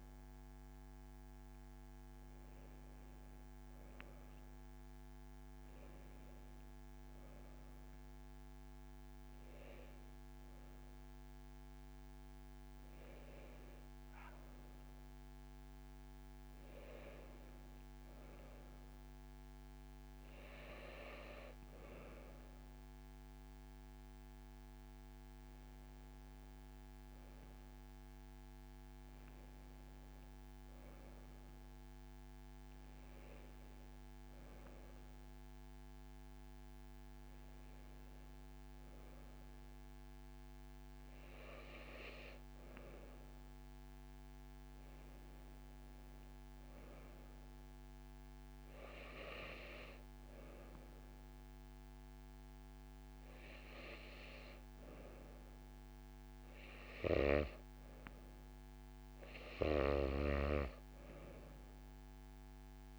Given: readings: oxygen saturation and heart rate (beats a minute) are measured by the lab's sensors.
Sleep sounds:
breathing in sleep by a microphone on the trachea; none
5.50-23.50 s: bradycardia (device-marked)
50.50-62.99 s: new sleep stage, N2 (light sleep)
From the record:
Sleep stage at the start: N1 (lightest sleep); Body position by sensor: on the back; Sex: female

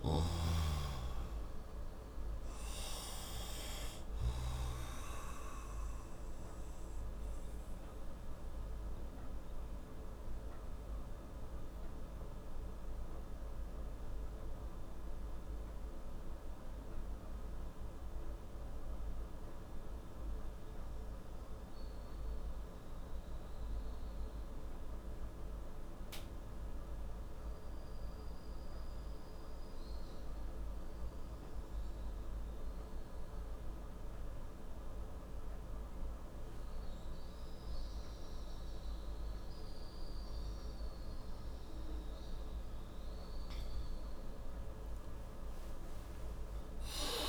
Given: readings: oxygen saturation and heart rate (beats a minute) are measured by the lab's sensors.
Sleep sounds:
breathing in sleep, hard to hear, by a room microphone; 1
0.00-21.00 s: oxygen desaturation (device-marked, oxygen 87% lowest, heart rate 57 extreme)
9.00-43.00 s: mixed apnea (oxygen 97% before, 87% lowest, heart rate 72 before, 44 extreme, up 12 after)
From the record:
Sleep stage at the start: N2 (light sleep); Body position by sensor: on the right side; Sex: male

